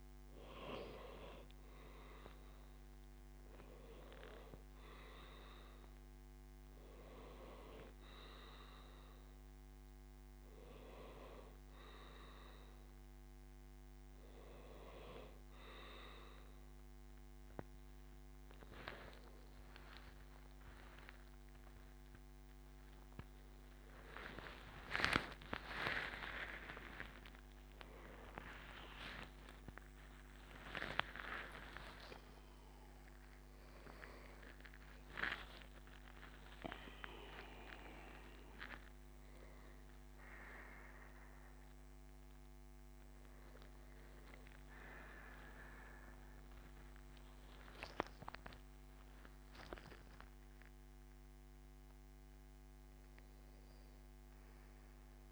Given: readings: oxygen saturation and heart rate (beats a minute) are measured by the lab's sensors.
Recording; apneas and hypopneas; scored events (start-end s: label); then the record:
a person awake in a sleep study, by a microphone on the trachea; none
17.50-47.50 s: new sleep stage, awake
29.50-40.50 s: tachycardia (device-marked, heart rate 83 before, 110 extreme)
47.50-55.31 s: new sleep stage, N1 (lightest sleep)
From the record:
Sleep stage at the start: N2 (light sleep); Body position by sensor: on the back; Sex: male